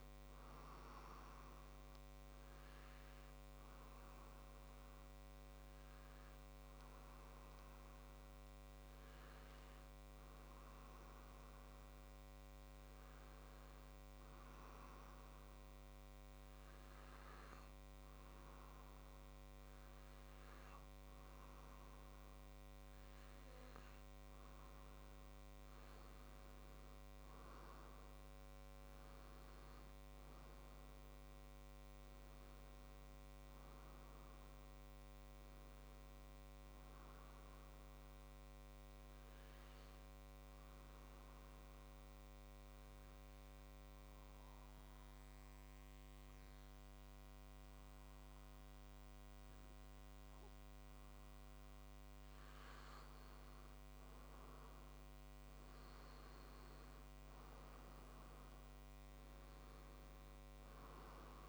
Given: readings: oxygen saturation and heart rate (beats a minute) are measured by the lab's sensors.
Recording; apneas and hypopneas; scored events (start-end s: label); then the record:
breathing in sleep, hard to hear, by a microphone on the trachea; 2
0.00-7.50 s: oxygen desaturation (device-marked, oxygen 93% lowest, heart rate 62 extreme)
4.00-24.50 s: obstructive apnea (oxygen 96% before, 93% lowest, heart rate 63 before, 61 extreme, up 1 after)
26.50-30.00 s: arousal
37.50-52.00 s: obstructive apnea (oxygen 96% before, 93% lowest, heart rate 63 before, 60 extreme, up 2 after)
56.00-60.00 s: arousal
56.50-61.49 s: oxygen desaturation (device-marked, oxygen 96% before, 93% lowest, heart rate 62 before, 57 extreme)
From the record:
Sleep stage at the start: N2 (light sleep); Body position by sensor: on the back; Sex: male